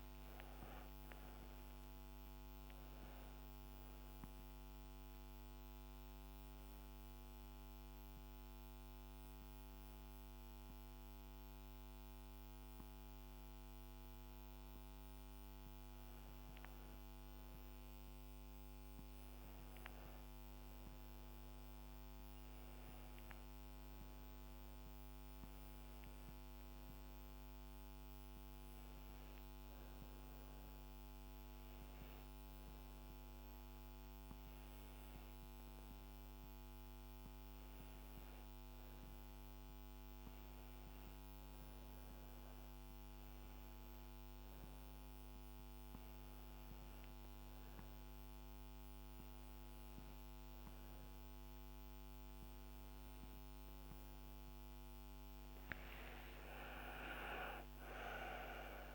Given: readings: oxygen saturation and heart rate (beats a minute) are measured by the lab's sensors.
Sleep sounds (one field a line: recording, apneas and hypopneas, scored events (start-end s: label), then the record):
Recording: breathing in sleep, hard to hear, by a microphone on the trachea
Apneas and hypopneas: none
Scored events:
56.50-58.95 s: arousal
From the record:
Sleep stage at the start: N1 (lightest sleep)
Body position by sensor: on the back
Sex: female